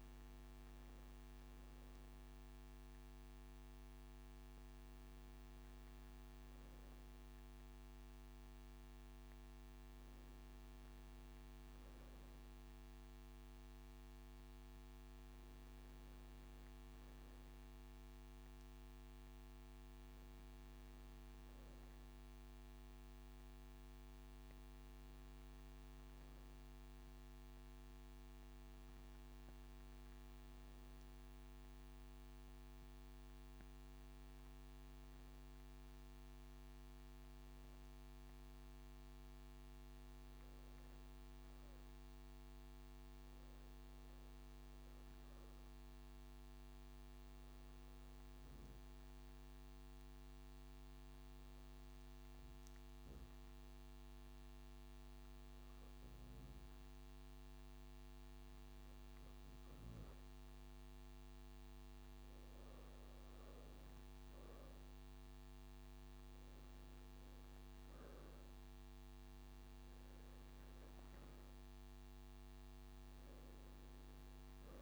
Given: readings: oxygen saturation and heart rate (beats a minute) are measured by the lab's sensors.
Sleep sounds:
breathing in sleep, hard to hear, by a microphone on the trachea; 1
41.50-61.00 s: obstructive apnea (oxygen 97% before, 88% lowest)
54.00-74.82 s: oxygen desaturation (device-marked, oxygen 97% before, 88% lowest)
63.00-66.50 s: arousal
From the record:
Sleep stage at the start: N2 (light sleep); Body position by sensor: on the right side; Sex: male

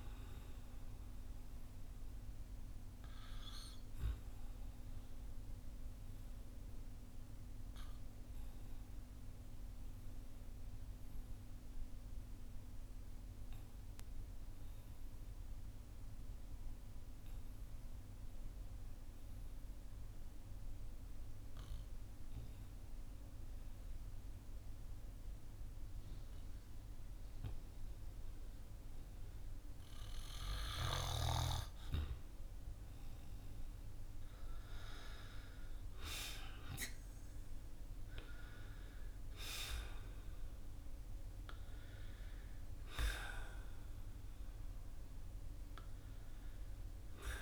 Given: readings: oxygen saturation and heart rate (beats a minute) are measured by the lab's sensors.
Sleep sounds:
breathing in sleep by a room microphone; 1
0.00-19.50 s: oxygen desaturation (device-marked, oxygen 89% lowest, heart rate 45 extreme)
1.50-34.00 s: obstructive apnea (oxygen 97% before, 89% lowest, heart rate 54 before, 45 extreme, up 6 after)
31.50-47.42 s: oxygen desaturation (device-marked, oxygen 97% before, 89% lowest, heart rate 53 before, 45 extreme)
35.50-40.00 s: arousal
From the record:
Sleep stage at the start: N2 (light sleep); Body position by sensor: on the back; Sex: male

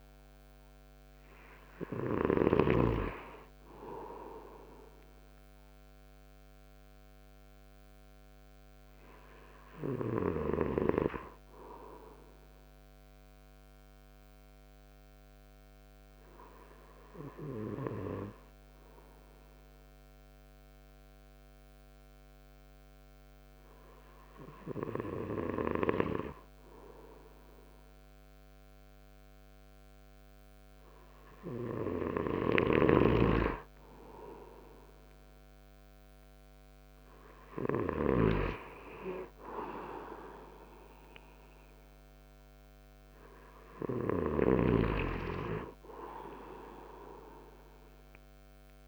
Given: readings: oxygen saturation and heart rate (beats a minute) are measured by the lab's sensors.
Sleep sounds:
breathing in sleep by a microphone on the trachea; 1
10.50-28.50 s: hypopnea (oxygen 96% before, 93% lowest)
30.50-35.00 s: arousal
32.50-38.50 s: snoring (device-marked)
From the record:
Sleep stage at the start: N2 (light sleep); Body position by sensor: on the right side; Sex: male

